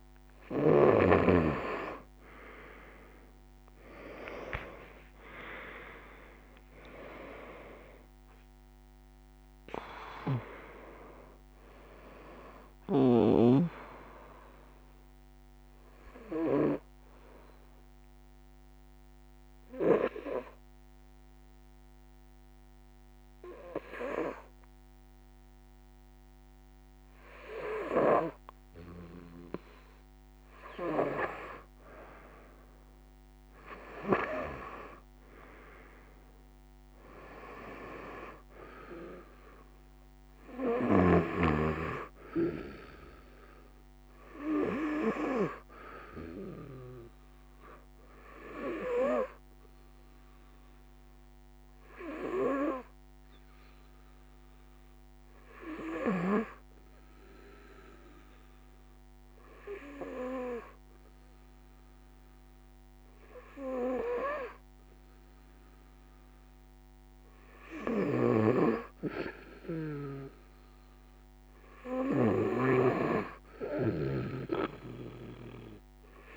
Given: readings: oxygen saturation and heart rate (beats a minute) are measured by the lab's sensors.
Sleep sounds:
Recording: breathing in sleep by a microphone on the trachea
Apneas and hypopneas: 2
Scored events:
0.00-3.50 s: arousal
5.00-76.37 s: new sleep stage, N2 (light sleep)
6.00-32.00 s: oxygen desaturation (device-marked, oxygen 95% before, 89% lowest, heart rate 67 before, 64 extreme)
15.50-29.50 s: obstructive apnea (oxygen 95% before, 89% lowest, heart rate 73 before, 64 extreme, up 8 after)
31.50-36.50 s: arousal
46.00-57.00 s: oxygen desaturation (device-marked, oxygen 95% before, 91% lowest, heart rate 68 before, 67 extreme)
50.50-66.50 s: hypopnea (oxygen 95% before, 91% lowest, heart rate 69 before, 67 extreme, up 1 after)
67.00-76.37 s: snoring (device-marked)
69.00-73.50 s: arousal
From the record:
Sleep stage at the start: N1 (lightest sleep)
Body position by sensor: on the right side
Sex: female

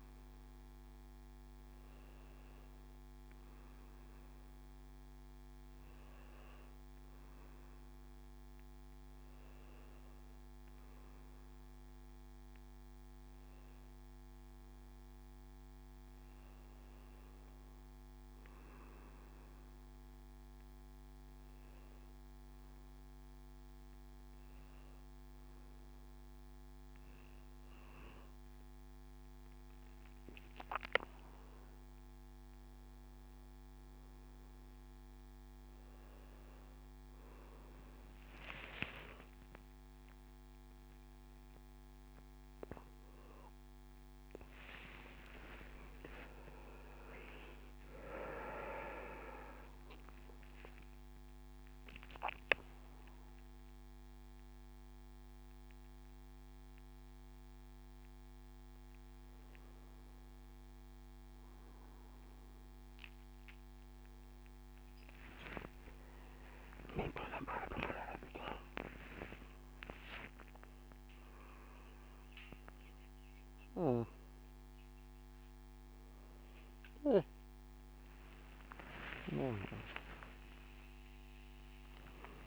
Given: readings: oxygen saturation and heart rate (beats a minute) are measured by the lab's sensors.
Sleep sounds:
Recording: a person awake in a sleep study, by a microphone on the trachea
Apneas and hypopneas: none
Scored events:
38.00-82.47 s: new sleep stage, awake
From the record:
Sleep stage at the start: N1 (lightest sleep)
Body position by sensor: on the back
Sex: male

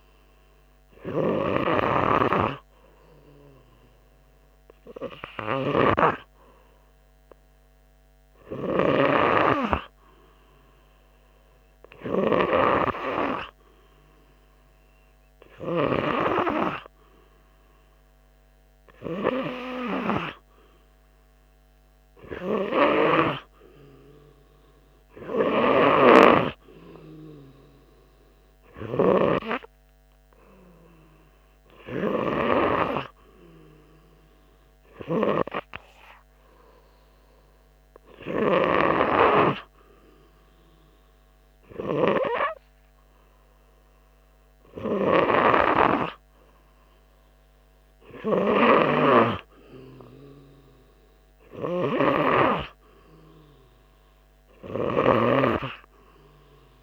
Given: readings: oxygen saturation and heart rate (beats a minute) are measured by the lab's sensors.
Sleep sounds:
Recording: breathing in sleep by a microphone on the trachea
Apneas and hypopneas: none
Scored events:
9.50-13.50 s: arousal
56.50-56.82 s: new sleep stage, N3 (deep sleep)
From the record:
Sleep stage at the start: N2 (light sleep)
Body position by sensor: on the right side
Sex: male

